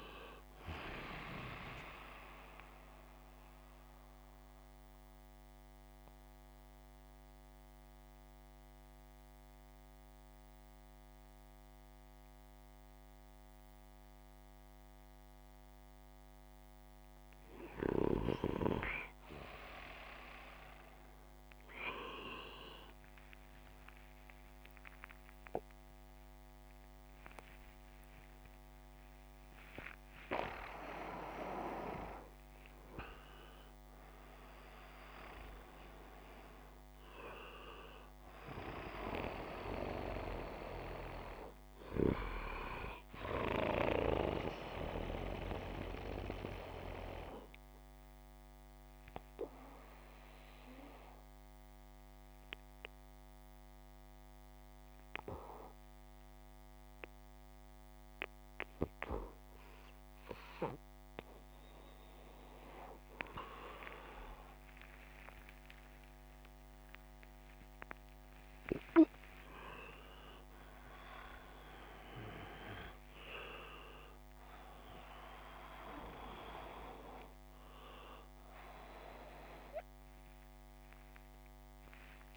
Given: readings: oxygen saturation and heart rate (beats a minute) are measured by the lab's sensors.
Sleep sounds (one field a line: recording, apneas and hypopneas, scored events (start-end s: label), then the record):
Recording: breathing in sleep by a microphone on the trachea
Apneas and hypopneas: 2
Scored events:
2.00-16.00 s: central apnea (oxygen 95% before, 88% lowest, heart rate 66 before, 68 extreme, up 0 after)
2.00-62.00 s: new sleep stage, N1 (lightest sleep)
22.00-30.00 s: oxygen desaturation (device-marked, oxygen 96% before, 91% lowest, heart rate 72 before, 58 extreme)
23.00-28.50 s: arousal
46.00-60.00 s: obstructive apnea (oxygen 98% before, 96% lowest, heart rate 69 before, 59 extreme, up 7 after)
62.00-82.37 s: new sleep stage, awake
From the record:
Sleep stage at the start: REM sleep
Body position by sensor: upright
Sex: male